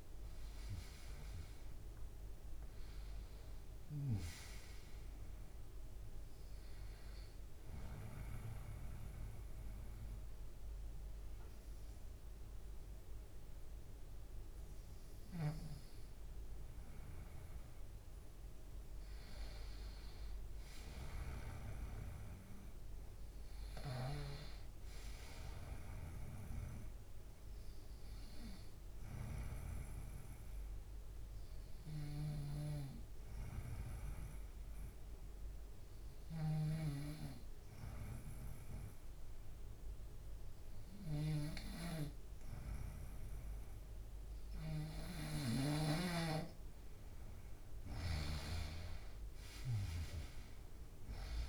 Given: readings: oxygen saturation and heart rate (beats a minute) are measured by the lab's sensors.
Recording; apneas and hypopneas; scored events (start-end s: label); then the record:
breathing in sleep by a room microphone; 2
0.00-1.00 s: arousal
6.50-17.00 s: obstructive apnea (oxygen 96% before, 91% lowest, heart rate 80 before, 77 extreme, up 1 after)
8.00-27.00 s: oxygen desaturation (device-marked, oxygen 96% before, 92% lowest, heart rate 80 before, 76 extreme)
19.50-23.00 s: arousal
28.00-44.50 s: obstructive apnea (oxygen 96% before, 91% lowest, heart rate 79 before, 76 extreme, up 3 after)
29.00-40.00 s: oxygen desaturation (device-marked, oxygen 97% before, 93% lowest, heart rate 79 before, 76 extreme)
35.50-48.00 s: snoring (device-marked)
48.00-51.49 s: arousal
From the record:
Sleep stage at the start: N2 (light sleep); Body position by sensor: on the right side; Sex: male